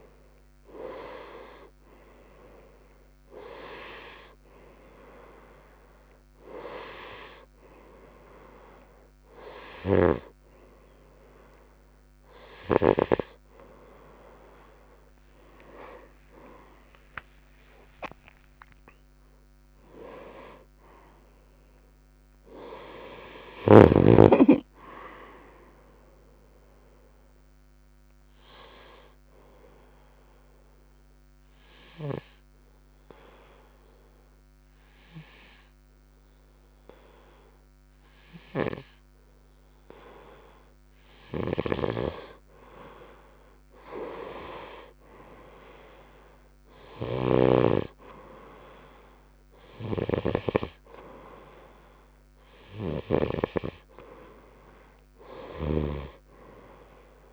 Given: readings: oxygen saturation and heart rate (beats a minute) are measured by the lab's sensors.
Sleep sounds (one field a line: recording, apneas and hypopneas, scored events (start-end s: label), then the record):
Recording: breathing in sleep by a microphone on the trachea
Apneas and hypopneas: 1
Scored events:
10.00-13.50 s: snoring (device-marked)
17.00-21.50 s: arousal
29.00-40.50 s: obstructive apnea (oxygen 94% before, 94% lowest)
44.00-48.50 s: arousal
From the record:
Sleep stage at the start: N2 (light sleep)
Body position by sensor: on the right side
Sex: male